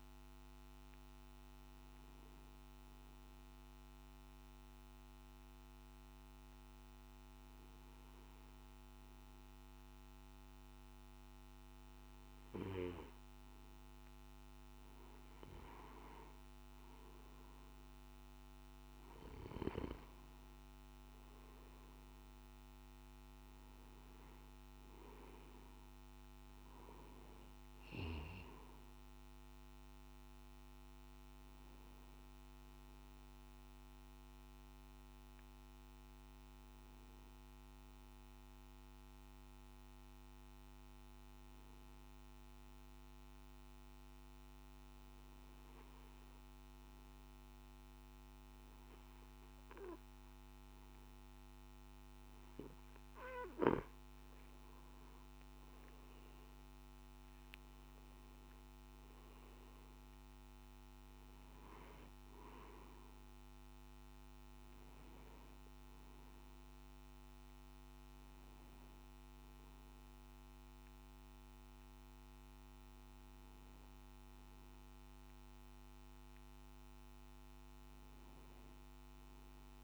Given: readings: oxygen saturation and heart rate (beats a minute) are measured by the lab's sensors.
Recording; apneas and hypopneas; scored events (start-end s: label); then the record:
breathing in sleep, hard to hear, by a microphone on the trachea; 2
2.50-14.50 s: obstructive apnea (oxygen 96% before, 94% lowest, heart rate 57 before, 54 extreme, up 6 after)
33.00-52.50 s: obstructive apnea (oxygen 97% before, 94% lowest, heart rate 58 before, 53 extreme, up 6 after)
From the record:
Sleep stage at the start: N1 (lightest sleep); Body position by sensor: on the back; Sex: male